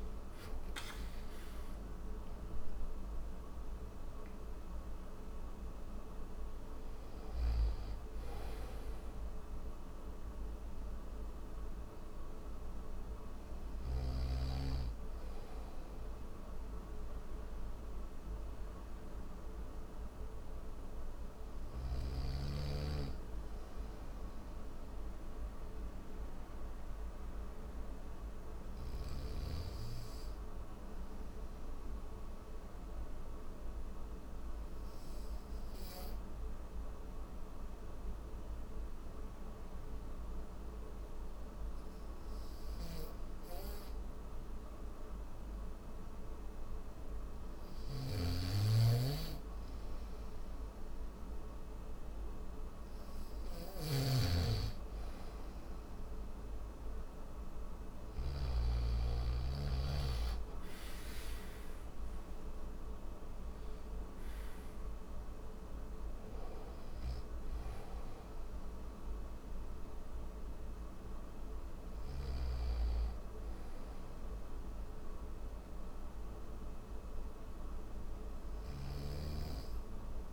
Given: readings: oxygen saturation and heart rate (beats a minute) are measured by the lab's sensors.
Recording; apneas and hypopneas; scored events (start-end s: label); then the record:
breathing in sleep, hard to hear, by a room microphone; 1
0.00-12.00 s: oxygen desaturation (device-marked, oxygen 90% lowest, heart rate 66 extreme)
32.00-48.00 s: obstructive apnea (oxygen 97% before, 91% lowest, heart rate 69 before, 72 extreme, up 6 after)
46.00-73.00 s: oxygen desaturation (device-marked, oxygen 96% before, 91% lowest, heart rate 72 before, 70 extreme)
47.50-58.00 s: snoring (device-marked)
80.00-80.33 s: new sleep stage, N3 (deep sleep)
From the record:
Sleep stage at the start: N2 (light sleep); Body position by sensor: on the back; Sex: male